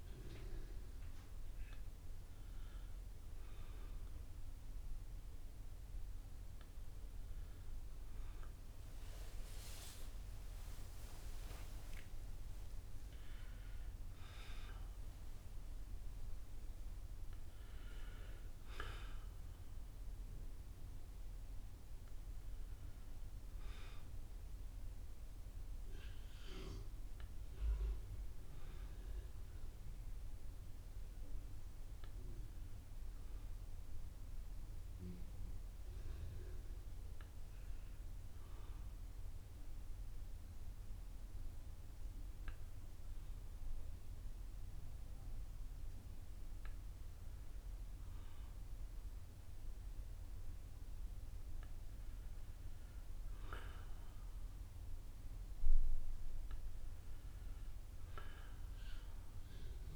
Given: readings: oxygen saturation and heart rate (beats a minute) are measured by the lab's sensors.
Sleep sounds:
breathing in sleep by a room microphone; none
6.00-17.00 s: oxygen desaturation (device-marked, oxygen 95% before, 92% lowest, heart rate 58 before, 54 extreme)
8.50-11.50 s: arousal
From the record:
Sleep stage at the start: N1 (lightest sleep); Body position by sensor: on the back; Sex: male

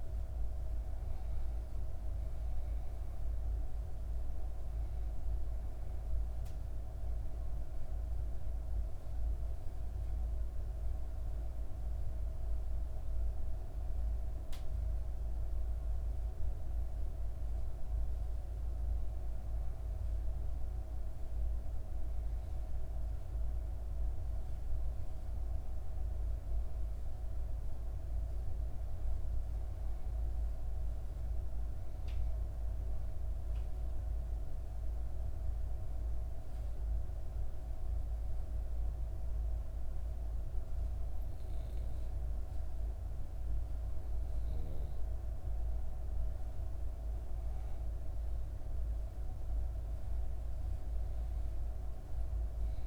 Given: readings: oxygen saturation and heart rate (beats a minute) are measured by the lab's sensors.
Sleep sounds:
breathing in sleep, hard to hear, by a room microphone; 2
0.00-15.50 s: oxygen desaturation (device-marked, oxygen 93% lowest, heart rate 58 extreme)
7.50-19.50 s: obstructive apnea (oxygen 97% before, 92% lowest, heart rate 61 before, 58 extreme, up 3 after)
21.50-25.50 s: arousal
33.00-46.00 s: obstructive apnea (oxygen 96% before, 92% lowest, heart rate 60 before, 58 extreme, up 4 after)
48.50-52.50 s: arousal
From the record:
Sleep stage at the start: N2 (light sleep); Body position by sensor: on the back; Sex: female

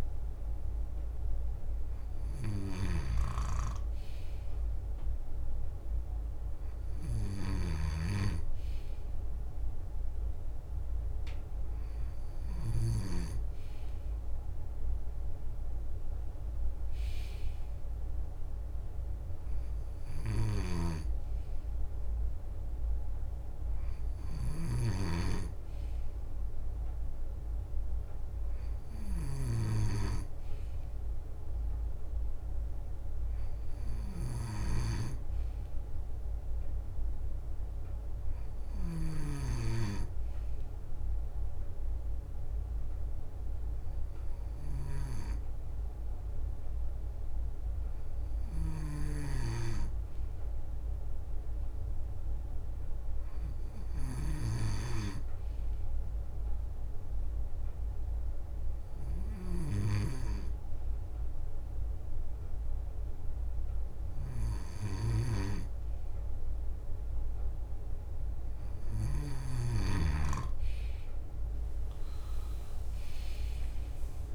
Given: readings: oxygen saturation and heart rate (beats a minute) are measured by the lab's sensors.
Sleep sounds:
breathing in sleep by a room microphone; none
0.00-2.00 s: drop in pulse transit time (device-marked, heart rate 54 extreme)
0.00-3.50 s: leg movement (device-marked)
0.00-18.00 s: bradycardia (device-marked, heart rate 54 extreme)
2.50-13.00 s: snoring (device-marked)
4.50-13.50 s: leg movement (device-marked)
20.00-70.00 s: bradycardia (device-marked, heart rate 62 before, 54 extreme)
20.50-29.50 s: snoring (device-marked)
33.00-48.00 s: drop in pulse transit time (device-marked, heart rate 57 before, 54 extreme)
51.00-57.00 s: leg movement (device-marked)
58.50-61.50 s: leg movement (device-marked)
62.00-64.50 s: leg movement (device-marked)
71.00-74.34 s: leg movement (device-marked)
73.00-74.34 s: arousal
73.00-74.34 s: drop in pulse transit time (device-marked, heart rate 56 before, 60 extreme)
From the record:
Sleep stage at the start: N2 (light sleep); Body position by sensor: on the left side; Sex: male

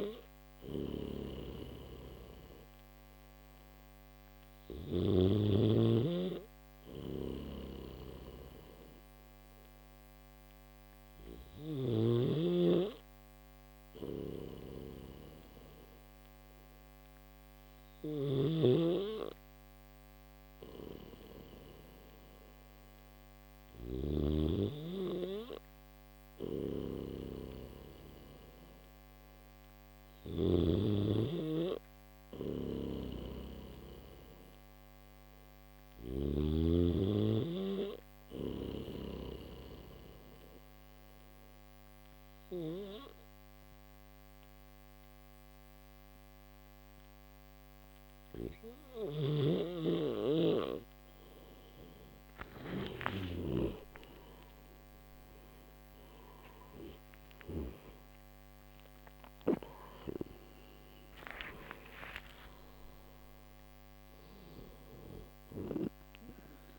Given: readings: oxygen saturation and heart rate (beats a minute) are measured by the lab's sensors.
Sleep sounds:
breathing in sleep by a microphone on the trachea; none
0.00-4.50 s: snoring (device-marked)
6.50-11.50 s: snoring (device-marked)
17.50-23.50 s: snoring (device-marked)
32.00-36.00 s: snoring (device-marked)
48.50-57.00 s: snoring (device-marked)
From the record:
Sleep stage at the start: N1 (lightest sleep); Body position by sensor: on the back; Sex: male

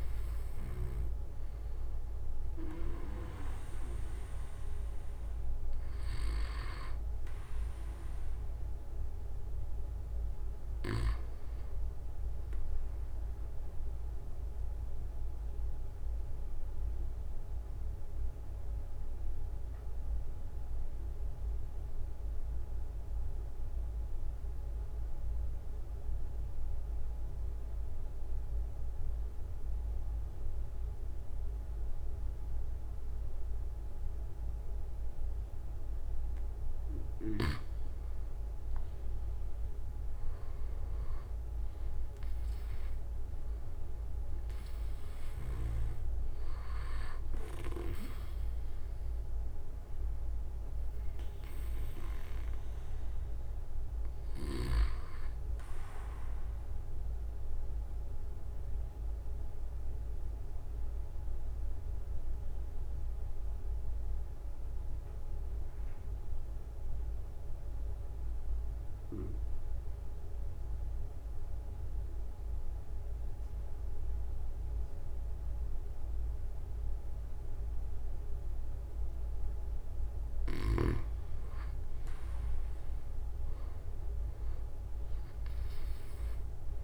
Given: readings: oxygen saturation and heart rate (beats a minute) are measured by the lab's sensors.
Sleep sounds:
breathing in sleep by a room microphone; 2
10.00-12.00 s: long interval between heartbeats (device-marked, heart rate 32 before, 45 extreme)
13.00-35.00 s: obstructive apnea (oxygen 97% before, 92% lowest)
37.00-39.00 s: long interval between heartbeats (device-marked, heart rate 46 before, 46 extreme)
38.50-42.50 s: arousal
39.50-41.50 s: long interval between heartbeats (device-marked, heart rate 46 before, 38 extreme)
44.00-69.00 s: oxygen desaturation (device-marked, oxygen 97% before, 92% lowest)
49.50-51.50 s: long interval between heartbeats (device-marked)
56.00-79.00 s: obstructive apnea (oxygen 97% before, 92% lowest)
62.50-64.50 s: long interval between heartbeats (device-marked)
83.00-86.84 s: arousal
83.50-85.50 s: long interval between heartbeats (device-marked, heart rate 42 before, 47 extreme)
From the record:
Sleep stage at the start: N2 (light sleep); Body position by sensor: on the right side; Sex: male

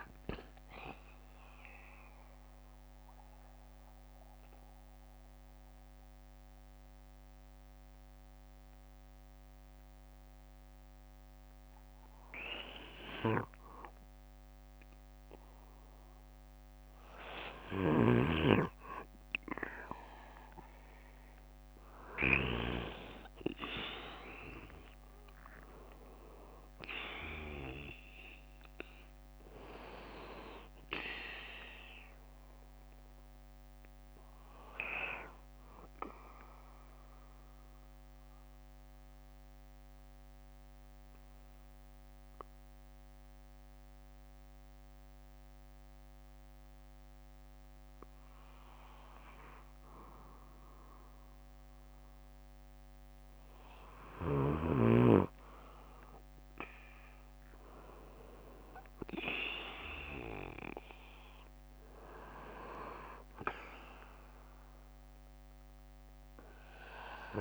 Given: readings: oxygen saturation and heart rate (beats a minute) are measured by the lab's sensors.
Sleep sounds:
breathing in sleep by a microphone on the trachea; 2
1.00-12.50 s: central apnea (oxygen 96% before, 93% lowest, heart rate 62 before, 58 extreme, up 8 after)
5.50-9.50 s: oxygen desaturation (device-marked, oxygen 96% before, 93% lowest, heart rate 64 before, 58 extreme)
12.50-14.50 s: bradycardia (device-marked, heart rate 61 before, 62 extreme)
24.00-27.50 s: arousal
35.50-51.50 s: mixed apnea (oxygen 96% before, 94% lowest, heart rate 65 before, 56 extreme, up 5 after)
35.50-53.50 s: bradycardia (device-marked, heart rate 61 before, 56 extreme)
56.00-60.00 s: arousal
From the record:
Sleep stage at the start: N2 (light sleep); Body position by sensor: on the back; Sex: male

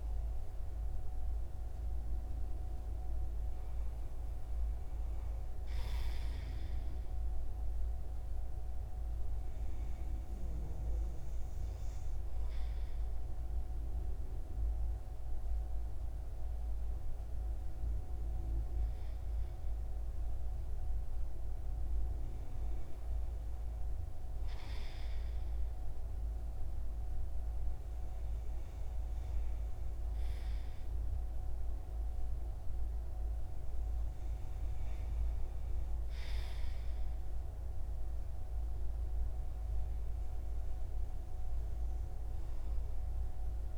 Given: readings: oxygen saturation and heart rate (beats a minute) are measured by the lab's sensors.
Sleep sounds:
breathing in sleep, hard to hear, by a room microphone; none
none scored
From the record:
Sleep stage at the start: REM sleep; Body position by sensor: on the right side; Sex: male

